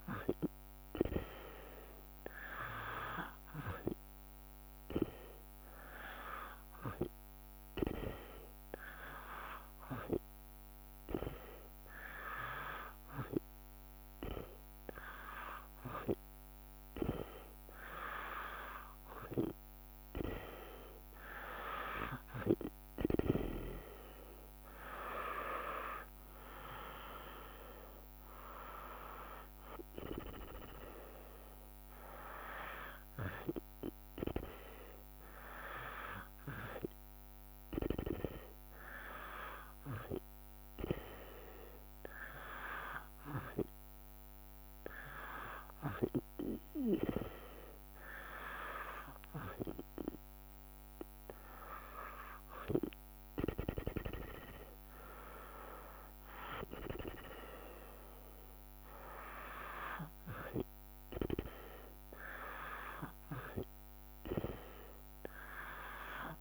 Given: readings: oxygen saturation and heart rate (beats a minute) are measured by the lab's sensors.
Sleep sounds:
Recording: breathing in sleep by a microphone on the trachea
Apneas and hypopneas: none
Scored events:
25.00-36.00 s: drop in pulse transit time (device-marked, heart rate 59 before, 57 extreme)
From the record:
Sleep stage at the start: N2 (light sleep)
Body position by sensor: on the back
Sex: female

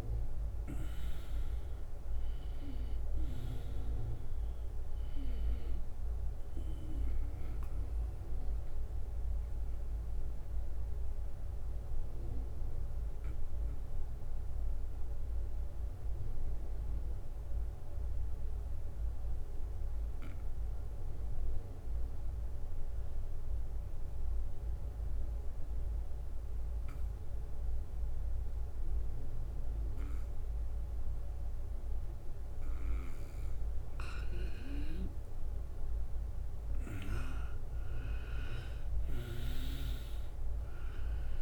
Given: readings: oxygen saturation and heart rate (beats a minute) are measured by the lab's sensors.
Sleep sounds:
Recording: breathing in sleep by a room microphone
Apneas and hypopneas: 1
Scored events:
8.50-33.00 s: obstructive apnea (oxygen 96% before, 89% lowest, heart rate 83 before, 76 extreme, up 8 after)
33.50-41.42 s: oxygen desaturation (device-marked, oxygen 96% before, 91% lowest, heart rate 80 before, 76 extreme)
35.50-39.00 s: arousal
37.50-41.42 s: drop in pulse transit time (device-marked, heart rate 80 before, 76 extreme)
From the record:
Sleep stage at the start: N2 (light sleep)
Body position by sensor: on the right side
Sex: male

